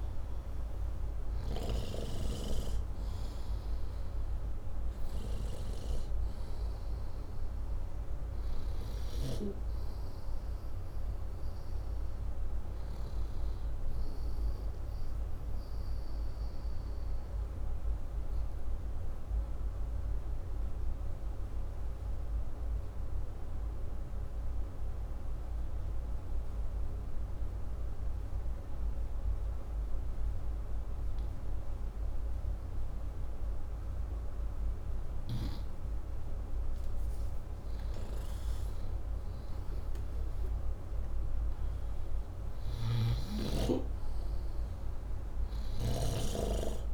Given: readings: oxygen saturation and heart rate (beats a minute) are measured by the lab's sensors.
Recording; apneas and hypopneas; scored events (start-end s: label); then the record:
breathing in sleep by a room microphone; 1
20.00-33.50 s: obstructive apnea (oxygen 98% before, 93% lowest, heart rate 162 before, 106 extreme)
35.50-40.00 s: arousal
42.00-45.50 s: snoring (device-marked)
From the record:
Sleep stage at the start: N2 (light sleep); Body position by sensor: upright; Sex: male